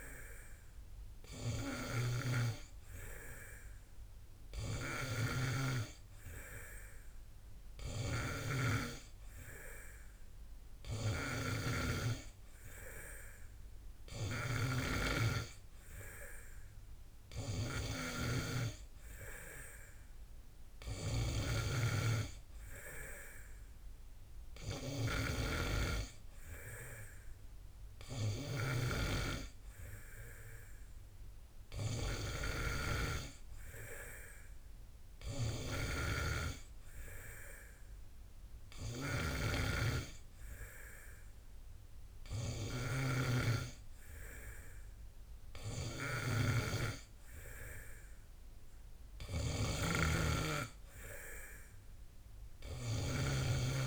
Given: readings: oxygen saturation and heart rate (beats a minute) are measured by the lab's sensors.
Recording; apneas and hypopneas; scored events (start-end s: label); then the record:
breathing in sleep by a room microphone; none
none scored
From the record:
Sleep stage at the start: N2 (light sleep); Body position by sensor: on the back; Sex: male